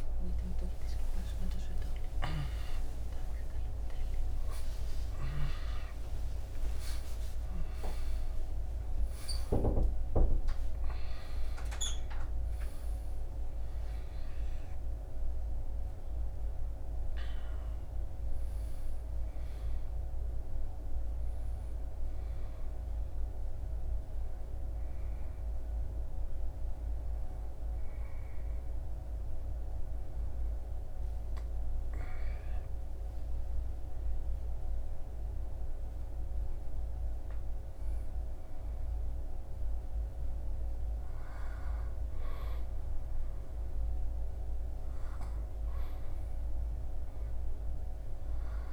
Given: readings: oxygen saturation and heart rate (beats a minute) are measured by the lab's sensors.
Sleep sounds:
breathing in sleep, hard to hear, by a room microphone; none
none scored
From the record:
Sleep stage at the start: N2 (light sleep); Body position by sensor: on the back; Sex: male

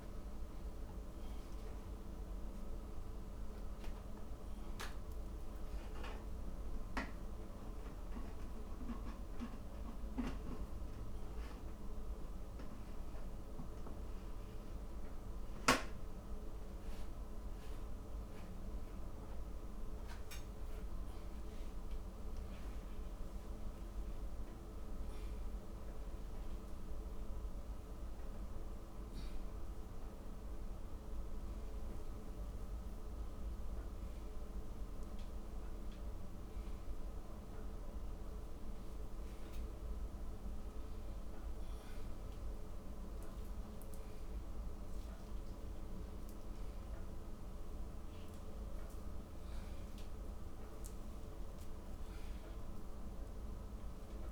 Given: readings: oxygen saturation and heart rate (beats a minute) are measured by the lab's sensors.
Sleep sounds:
a person awake in a sleep study, hard to hear, by a room microphone; none
14.50-24.50 s: oxygen desaturation (device-marked, oxygen 98% before, 95% lowest, heart rate 98 before, 77 extreme)
31.50-40.50 s: oxygen desaturation (device-marked, oxygen 96% before, 93% lowest, heart rate 85 before, 79 extreme)
From the record:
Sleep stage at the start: awake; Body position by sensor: upright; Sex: male

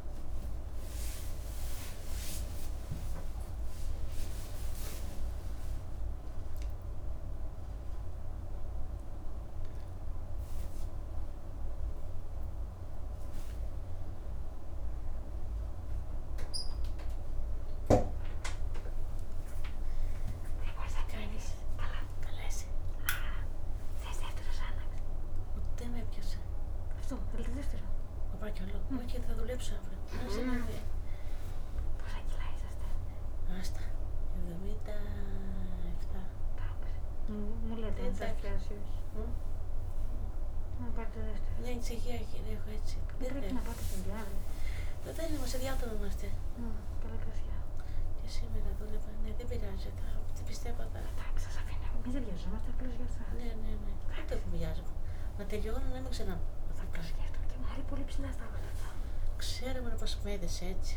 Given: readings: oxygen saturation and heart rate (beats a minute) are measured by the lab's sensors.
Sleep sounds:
a person awake in a sleep study, by a room microphone; none
none scored
From the record:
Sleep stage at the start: awake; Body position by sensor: on the back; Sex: female

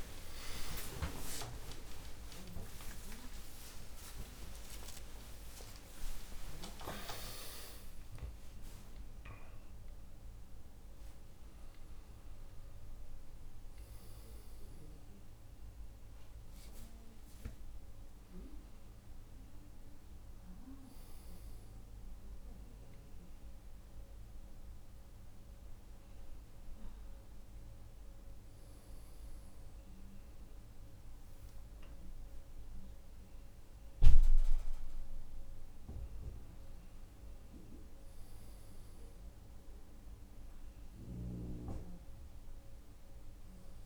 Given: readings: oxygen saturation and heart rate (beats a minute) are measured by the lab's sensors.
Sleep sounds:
a person awake in a sleep study, by a room microphone; none
0.00-1.50 s: oxygen desaturation (device-marked, oxygen 92% lowest, heart rate 52 extreme)
37.50-43.86 s: new sleep stage, N1 (lightest sleep)
From the record:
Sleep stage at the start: awake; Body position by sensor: on the right side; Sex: male

